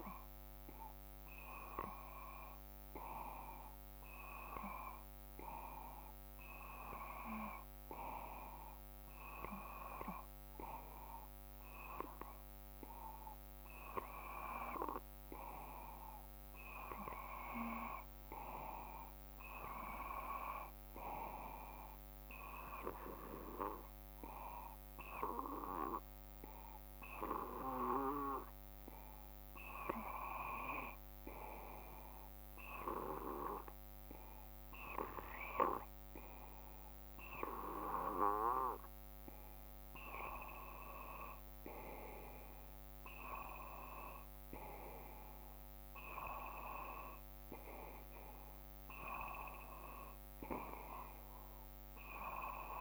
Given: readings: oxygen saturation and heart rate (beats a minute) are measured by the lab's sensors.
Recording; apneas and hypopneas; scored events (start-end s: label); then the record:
breathing in sleep by a microphone on the trachea; none
none scored
From the record:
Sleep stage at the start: N2 (light sleep); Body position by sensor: on the back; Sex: male